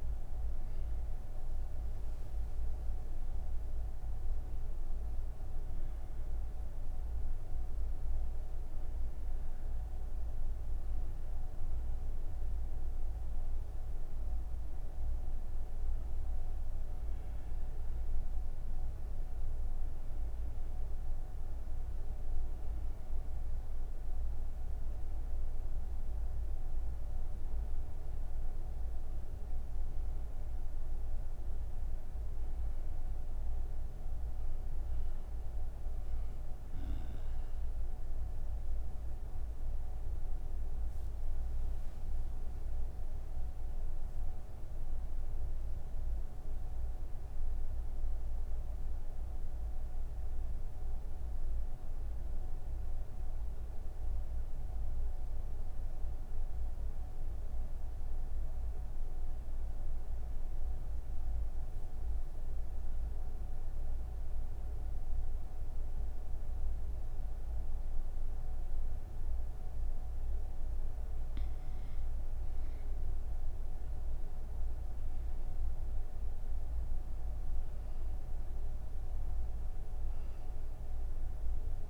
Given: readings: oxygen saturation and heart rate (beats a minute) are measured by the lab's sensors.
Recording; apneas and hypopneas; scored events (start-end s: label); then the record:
breathing in sleep, hard to hear, by a room microphone; none
20.00-51.00 s: oxygen desaturation (device-marked, oxygen 95% before, 89% lowest, heart rate 186 before, 145 extreme)
From the record:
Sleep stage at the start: N2 (light sleep); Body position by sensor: on the right side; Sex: female